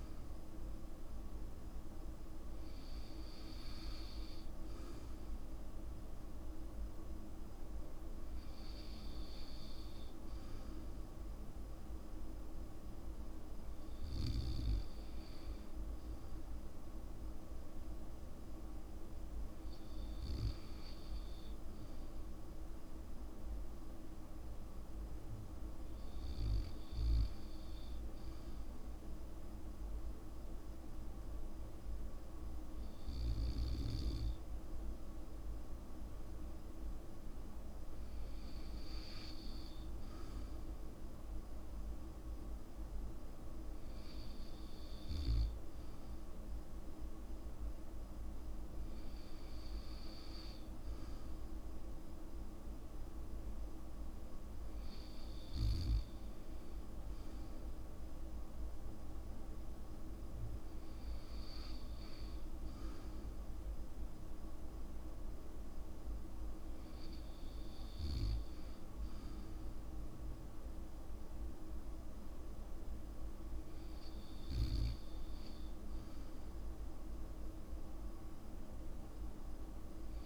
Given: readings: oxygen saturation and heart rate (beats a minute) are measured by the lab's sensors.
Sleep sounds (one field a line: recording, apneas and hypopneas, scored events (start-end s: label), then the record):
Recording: breathing in sleep, hard to hear, by a room microphone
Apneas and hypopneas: none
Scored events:
none scored
From the record:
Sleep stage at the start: N2 (light sleep)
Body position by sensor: on the back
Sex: male